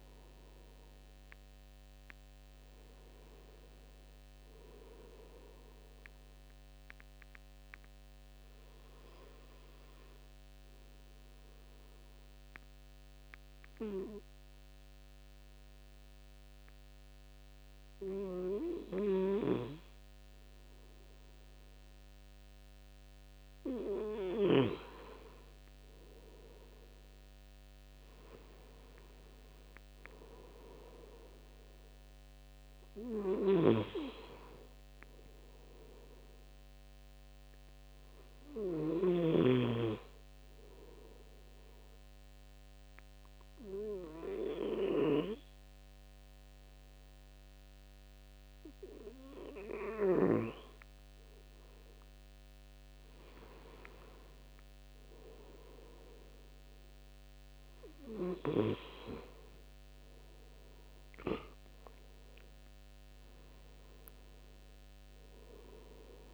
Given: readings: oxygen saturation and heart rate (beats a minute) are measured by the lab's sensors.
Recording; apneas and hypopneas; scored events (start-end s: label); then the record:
breathing in sleep by a microphone on the trachea; 1
0.00-9.00 s: oxygen desaturation (device-marked, oxygen 98% before, 94% lowest, heart rate 78 before, 73 extreme)
11.50-22.50 s: hypopnea (oxygen 99% before, 94% lowest, heart rate 77 before, 73 extreme, up 7 after)
59.00-66.34 s: oxygen desaturation (device-marked, oxygen 98% before, 94% lowest, heart rate 79 before, 69 extreme)
From the record:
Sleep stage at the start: N2 (light sleep); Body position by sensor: on the front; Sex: male